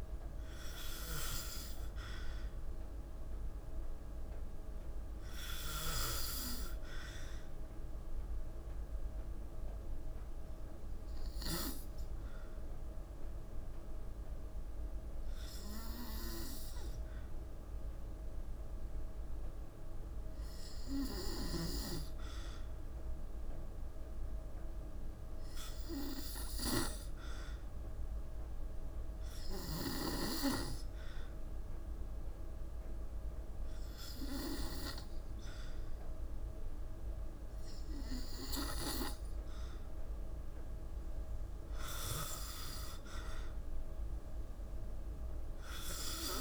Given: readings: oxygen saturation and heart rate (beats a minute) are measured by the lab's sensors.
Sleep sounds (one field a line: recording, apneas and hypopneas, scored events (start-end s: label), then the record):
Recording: breathing in sleep by a room microphone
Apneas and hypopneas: 1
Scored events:
1.50-5.00 s: arousal
8.00-20.50 s: hypopnea (oxygen 97% before, 94% lowest, heart rate 55 before, 56 extreme, up 0 after)
22.00-26.50 s: arousal
From the record:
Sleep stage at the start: N2 (light sleep)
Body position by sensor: on the back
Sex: female